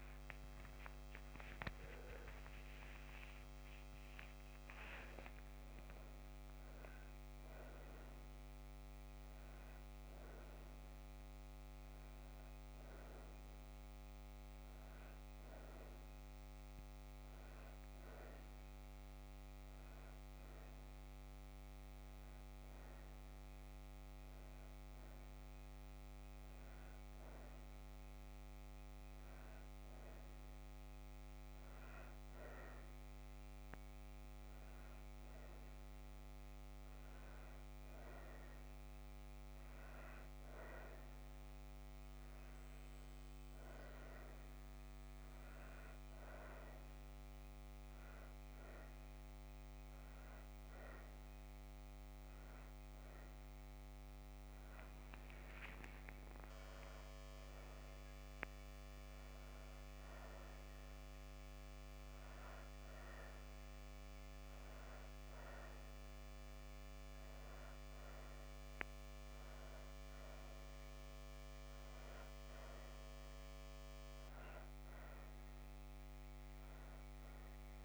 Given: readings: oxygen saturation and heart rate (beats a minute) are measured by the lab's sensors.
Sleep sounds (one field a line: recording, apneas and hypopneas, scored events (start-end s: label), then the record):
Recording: a person partly awake in a sleep study, hard to hear, by a microphone on the trachea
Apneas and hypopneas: 1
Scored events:
10.00-77.85 s: new sleep stage, N1 (lightest sleep)
18.50-30.00 s: hypopnea (oxygen 96% before, 92% lowest)
32.50-36.00 s: arousal
From the record:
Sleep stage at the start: awake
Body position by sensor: on the back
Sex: female